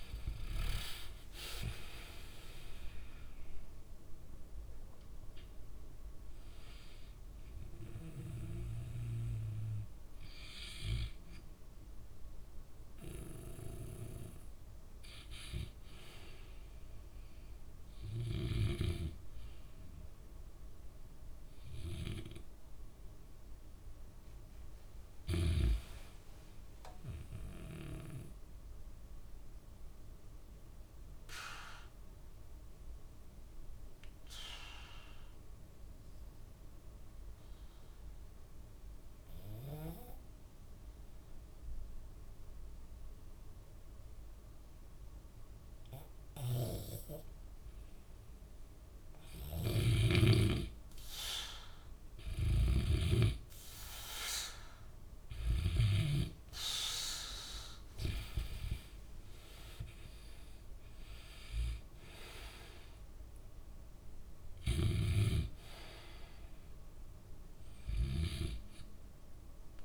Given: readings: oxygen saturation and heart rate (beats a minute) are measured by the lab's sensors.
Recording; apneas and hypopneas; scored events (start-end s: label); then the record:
breathing in sleep by a room microphone; 1
23.50-26.00 s: arousal
28.50-48.00 s: obstructive apnea (oxygen 98% before, 88% lowest, heart rate 65 before, 58 extreme, up 2 after)
49.50-69.85 s: oxygen desaturation (device-marked, oxygen 97% before, 88% lowest, heart rate 64 before, 58 extreme)
50.50-53.50 s: arousal
52.50-56.50 s: snoring (device-marked)
65.00-68.50 s: snoring (device-marked)
From the record:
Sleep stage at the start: N2 (light sleep); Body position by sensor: on the back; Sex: male